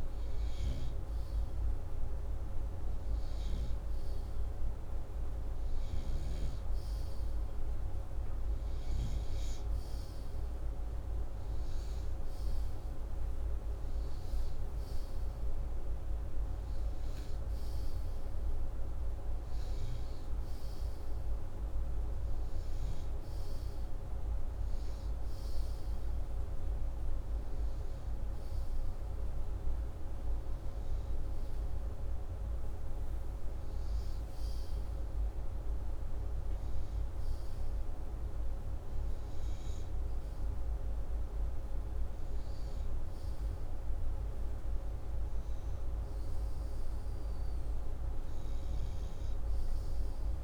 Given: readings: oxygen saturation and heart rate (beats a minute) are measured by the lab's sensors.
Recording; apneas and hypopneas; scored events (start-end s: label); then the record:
breathing in sleep, hard to hear, by a room microphone; none
none scored
From the record:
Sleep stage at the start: N2 (light sleep); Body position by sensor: upright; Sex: male